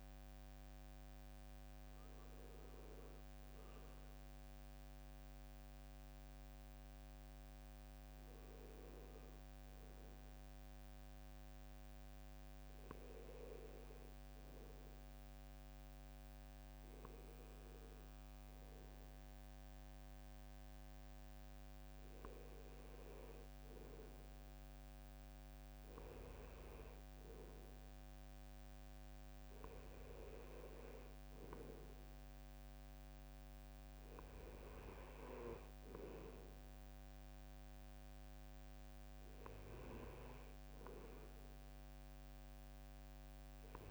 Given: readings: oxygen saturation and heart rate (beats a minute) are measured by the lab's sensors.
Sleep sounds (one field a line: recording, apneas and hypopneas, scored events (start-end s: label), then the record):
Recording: breathing in sleep by a microphone on the trachea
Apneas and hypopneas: none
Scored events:
none scored
From the record:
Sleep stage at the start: N2 (light sleep)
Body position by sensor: on the right side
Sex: male